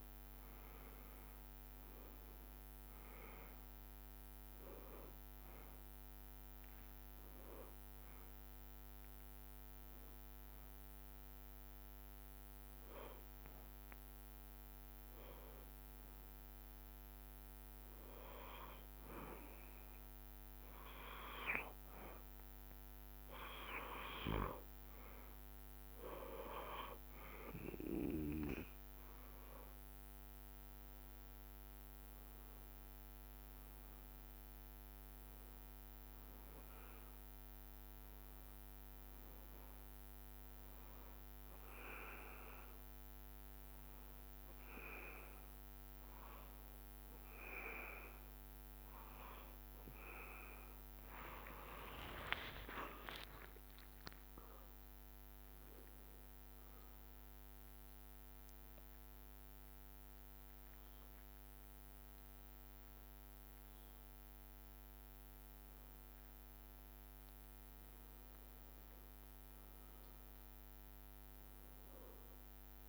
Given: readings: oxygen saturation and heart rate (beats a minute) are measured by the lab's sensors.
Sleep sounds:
breathing in sleep by a microphone on the trachea; 3
0.00-2.50 s: arousal
5.50-17.50 s: oxygen desaturation (device-marked, oxygen 97% before, 94% lowest, heart rate 63 before, 61 extreme)
8.00-20.00 s: hypopnea (oxygen 98% before, 94% lowest, heart rate 63 before, 61 extreme, up 8 after)
17.00-19.00 s: long interval between heartbeats (device-marked, heart rate 63 before, 68 extreme)
23.00-27.00 s: arousal
34.50-48.00 s: hypopnea (oxygen 97% before, 95% lowest, heart rate 66 before, 60 extreme, up 9 after)
50.50-54.50 s: arousal
52.50-62.50 s: drop in pulse transit time (device-marked, heart rate 61 before, 62 extreme)
57.00-67.00 s: obstructive apnea (oxygen 97% before, 95% lowest, heart rate 63 before, 60 extreme, up 8 after)
69.50-72.89 s: arousal
From the record:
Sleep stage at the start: N2 (light sleep); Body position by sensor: on the back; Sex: male

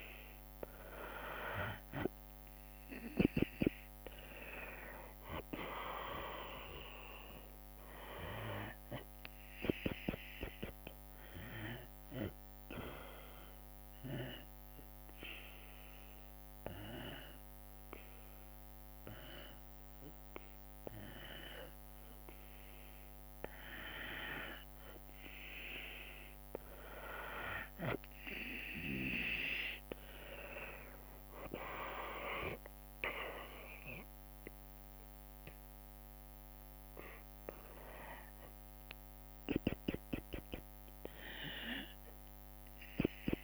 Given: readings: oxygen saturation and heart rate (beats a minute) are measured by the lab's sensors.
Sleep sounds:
breathing in sleep by a microphone on the trachea; 1
1.00-20.00 s: oxygen desaturation (device-marked, oxygen 98% before, 93% lowest, heart rate 67 before, 57 extreme)
13.50-24.50 s: obstructive apnea (oxygen 98% before, 92% lowest, heart rate 67 before, 60 extreme, up 15 after)
27.00-43.44 s: oxygen desaturation (device-marked, oxygen 97% before, 92% lowest, heart rate 63 before, 63 extreme)
30.00-41.00 s: drop in pulse transit time (device-marked, heart rate 63 before, 68 extreme)
33.50-37.50 s: arousal
From the record:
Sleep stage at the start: N2 (light sleep); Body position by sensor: on the back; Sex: female

